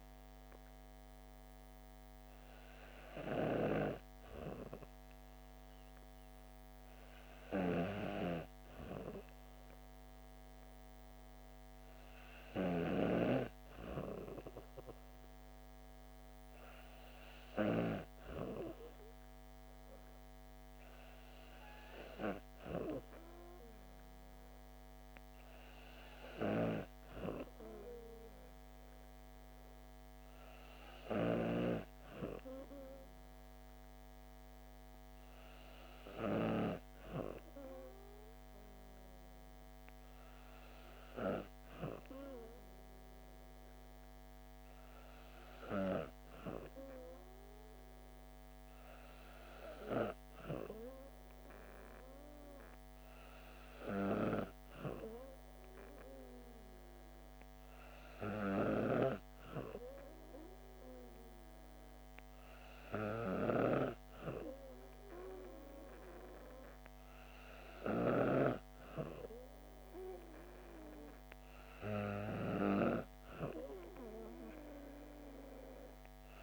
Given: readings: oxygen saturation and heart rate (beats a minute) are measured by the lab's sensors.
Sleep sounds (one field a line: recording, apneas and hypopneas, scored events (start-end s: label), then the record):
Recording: breathing in sleep by a microphone on the trachea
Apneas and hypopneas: none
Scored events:
none scored
From the record:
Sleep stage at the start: N2 (light sleep)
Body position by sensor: on the back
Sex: female